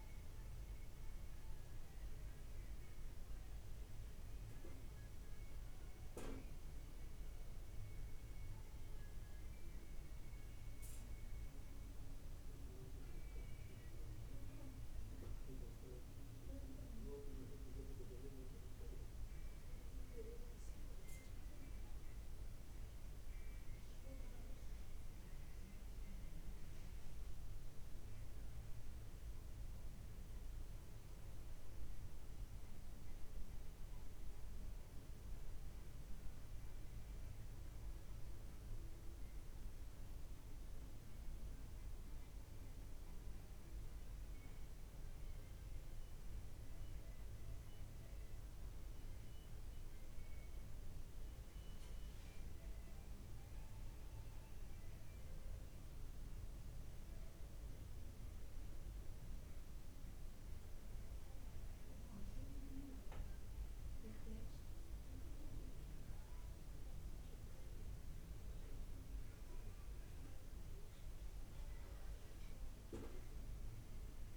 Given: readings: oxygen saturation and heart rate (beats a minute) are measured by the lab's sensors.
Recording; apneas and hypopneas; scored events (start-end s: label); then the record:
a person awake in a sleep study, by a room microphone; none
none scored
From the record:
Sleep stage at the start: awake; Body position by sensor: on the back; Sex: male